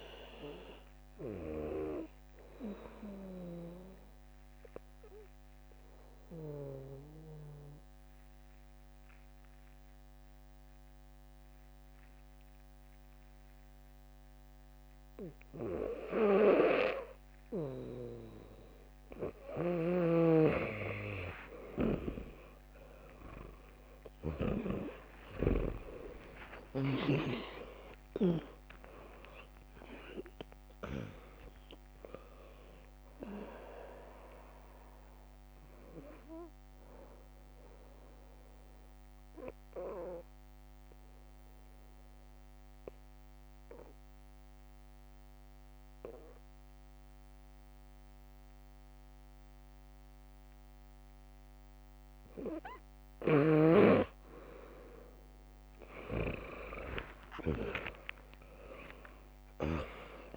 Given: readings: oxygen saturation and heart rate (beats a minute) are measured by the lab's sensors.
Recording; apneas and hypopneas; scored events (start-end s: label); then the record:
breathing in sleep by a microphone on the trachea; 2
0.00-5.00 s: drop in pulse transit time (device-marked, heart rate 60 extreme)
3.50-18.50 s: obstructive apnea (oxygen 100% before, 96% lowest, heart rate 68 before, 58 extreme, up 36 after)
14.00-17.00 s: bradycardia (device-marked, heart rate 67 before, 60 extreme)
21.00-23.00 s: long interval between heartbeats (device-marked, heart rate 62 before, 67 extreme)
22.00-26.50 s: arousal
25.00 s: drop in pulse transit time (device-marked)
25.00-27.00 s: long interval between heartbeats (device-marked, heart rate 63 before, 87 extreme)
26.00-32.00 s: tachycardia (device-marked, heart rate 68 before, 128 extreme)
26.00-49.00 s: oxygen desaturation (device-marked, oxygen 99% before, 96% lowest, heart rate 64 before, 56 extreme)
27.00-41.00 s: drop in pulse transit time (device-marked, heart rate 66 before, 87 extreme)
34.00-41.00 s: tachycardia (device-marked, heart rate 68 before, 120 extreme)
36.00-54.00 s: obstructive apnea (oxygen 99% before, 96% lowest, heart rate 87 before, 56 extreme)
37.50-39.50 s: long interval between heartbeats (device-marked, heart rate 88 before, 101 extreme)
46.00-51.00 s: bradycardia (device-marked, heart rate 69 before, 56 extreme)
53.00-57.50 s: snoring (device-marked)
55.00-57.00 s: long interval between heartbeats (device-marked, heart rate 85 before, 67 extreme)
55.00-60.37 s: tachycardia (device-marked, heart rate 69 before, 120 extreme)
57.00-60.37 s: arousal
58.00-60.00 s: long interval between heartbeats (device-marked, heart rate 82 before, 112 extreme)
59.00-60.37 s: drop in pulse transit time (device-marked, heart rate 81 before, 70 extreme)
From the record:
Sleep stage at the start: N2 (light sleep); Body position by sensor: on the back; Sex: female